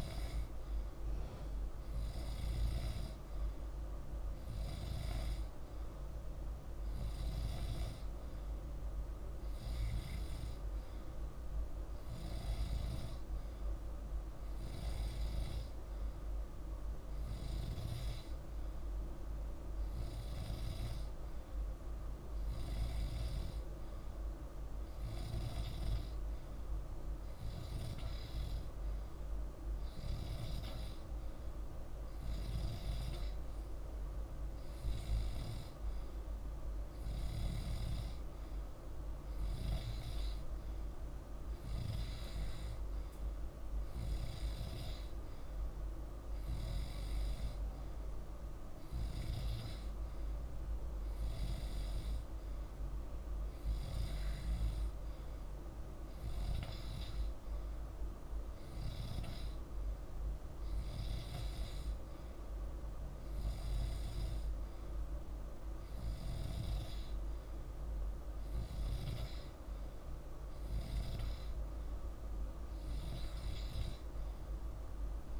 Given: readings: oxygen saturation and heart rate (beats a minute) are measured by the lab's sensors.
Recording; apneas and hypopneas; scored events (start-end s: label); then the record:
breathing in sleep, hard to hear, by a room microphone; none
none scored
From the record:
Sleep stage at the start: N2 (light sleep); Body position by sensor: on the back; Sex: male